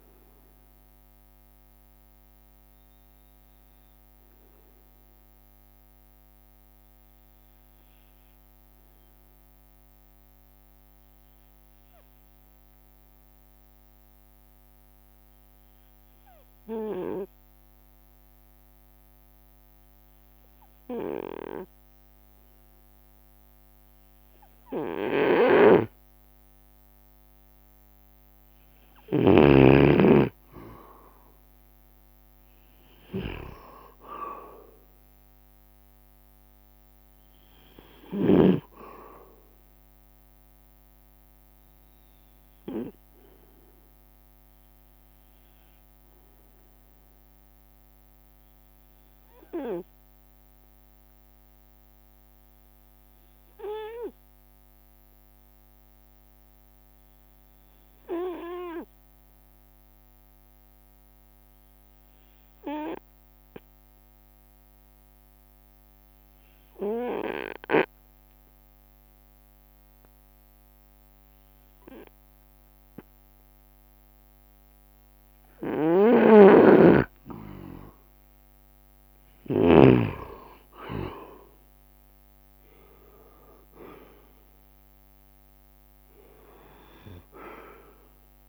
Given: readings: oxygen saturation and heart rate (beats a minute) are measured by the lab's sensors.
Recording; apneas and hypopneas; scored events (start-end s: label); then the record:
breathing in sleep by a microphone on the trachea; 2
0.50-1.50 s: leg movement (device-marked)
3.00-27.50 s: obstructive apnea (oxygen 98% before, 94% lowest)
11.00-15.00 s: leg movement (device-marked)
12.50-59.50 s: bradycardia (device-marked)
16.00-18.00 s: long interval between heartbeats (device-marked)
25.50-29.50 s: snoring (device-marked)
26.50-58.50 s: oxygen desaturation (device-marked, oxygen 98% before, 94% lowest)
27.00-31.00 s: leg movement (device-marked)
30.00-32.00 s: long interval between heartbeats (device-marked)
31.00-34.00 s: arousal
33.50-40.50 s: leg movement (device-marked)
47.50-74.00 s: obstructive apnea (oxygen 98% before, 91% lowest)
64.00-65.00 s: leg movement (device-marked)
69.50-71.00 s: leg movement (device-marked)
70.50-88.49 s: oxygen desaturation (device-marked, oxygen 98% before, 91% lowest)
71.00-72.50 s: leg movement (device-marked)
73.50-88.49 s: bradycardia (device-marked)
76.00-80.00 s: snoring (device-marked)
77.00-79.00 s: long interval between heartbeats (device-marked)
78.00-82.50 s: arousal
79.50-80.50 s: leg movement (device-marked)
83.00-85.00 s: long interval between heartbeats (device-marked)
From the record:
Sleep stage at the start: N2 (light sleep); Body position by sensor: on the right side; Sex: male